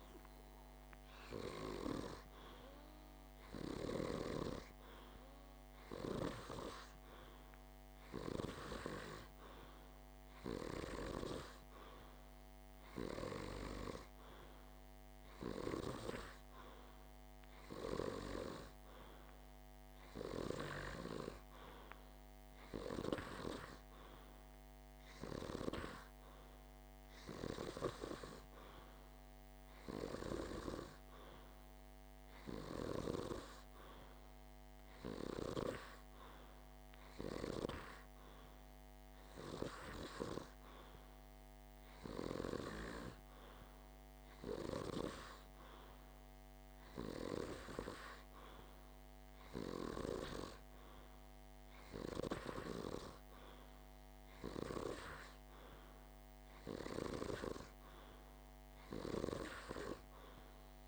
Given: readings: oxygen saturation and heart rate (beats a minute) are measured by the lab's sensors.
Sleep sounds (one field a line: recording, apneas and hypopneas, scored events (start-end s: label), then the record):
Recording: breathing in sleep by a microphone on the trachea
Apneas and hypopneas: none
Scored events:
none scored
From the record:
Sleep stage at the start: N2 (light sleep)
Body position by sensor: on the back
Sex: male